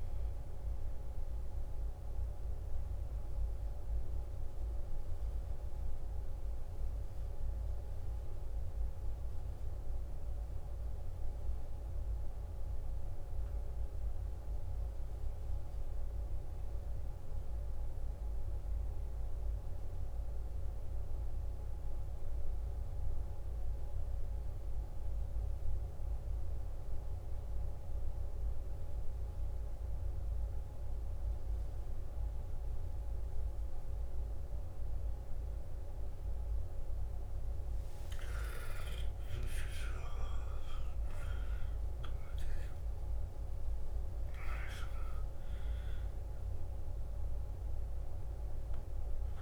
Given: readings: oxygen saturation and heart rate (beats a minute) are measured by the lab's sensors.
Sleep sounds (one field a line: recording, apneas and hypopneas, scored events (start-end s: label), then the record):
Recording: breathing in sleep, hard to hear, by a room microphone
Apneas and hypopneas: 1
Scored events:
0.00-14.00 s: oxygen desaturation (device-marked, oxygen 91% lowest, heart rate 52 extreme)
4.00-37.50 s: obstructive apnea (oxygen 99% before, 90% lowest, heart rate 63 before, 52 extreme, up 16 after)
34.00-49.42 s: oxygen desaturation (device-marked, oxygen 97% before, 90% lowest, heart rate 54 before, 53 extreme)
39.00-44.50 s: arousal
From the record:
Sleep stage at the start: N2 (light sleep)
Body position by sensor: on the left side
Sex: male